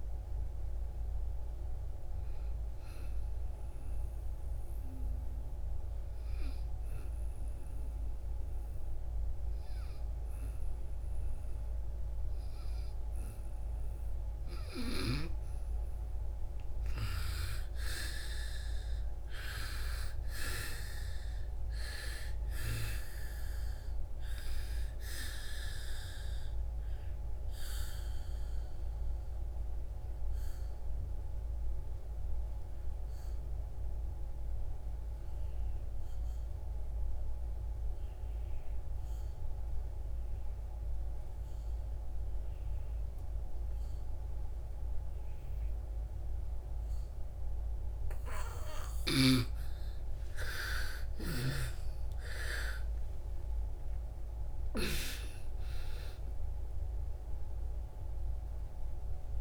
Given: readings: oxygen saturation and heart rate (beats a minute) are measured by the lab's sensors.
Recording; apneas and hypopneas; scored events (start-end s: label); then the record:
breathing in sleep by a room microphone; 2
0.00-7.00 s: oxygen desaturation (device-marked, oxygen 76% lowest)
3.50-16.00 s: obstructive apnea (oxygen 87% before, 80% lowest)
17.50-21.50 s: arousal
19.00-38.00 s: oxygen desaturation (device-marked, oxygen 99% before, 89% lowest)
25.00-48.50 s: obstructive apnea (oxygen 99% before, 80% lowest)
40.00-59.41 s: oxygen desaturation (device-marked, oxygen 97% before, 80% lowest)
49.50-54.00 s: arousal
From the record:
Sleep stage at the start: N2 (light sleep); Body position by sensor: on the back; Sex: female